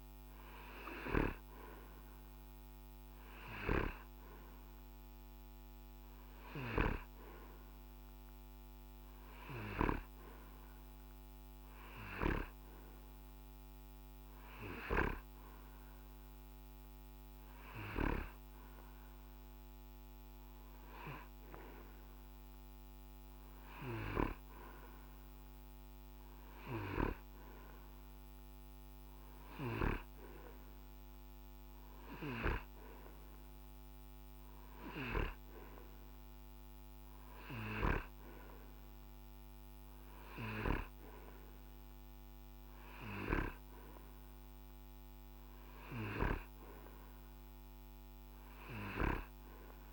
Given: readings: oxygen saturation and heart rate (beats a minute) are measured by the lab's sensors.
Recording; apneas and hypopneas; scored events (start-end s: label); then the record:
breathing in sleep by a microphone on the trachea; none
none scored
From the record:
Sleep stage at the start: N2 (light sleep); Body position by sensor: on the right side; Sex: male